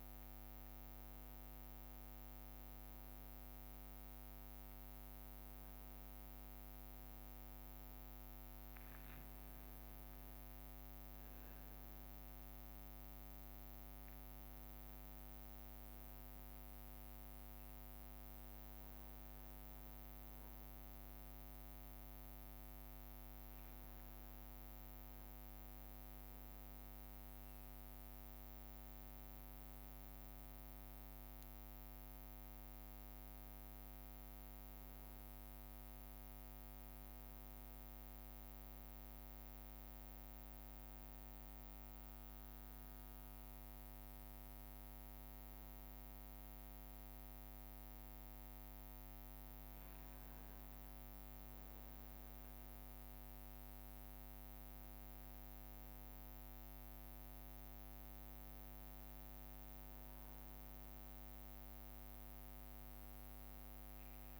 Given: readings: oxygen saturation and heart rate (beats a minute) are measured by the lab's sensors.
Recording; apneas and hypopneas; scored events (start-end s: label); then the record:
breathing in sleep, hard to hear, by a microphone on the trachea; none
9.00-14.50 s: leg movement (device-marked)
From the record:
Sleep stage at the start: N1 (lightest sleep); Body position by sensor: on the back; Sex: male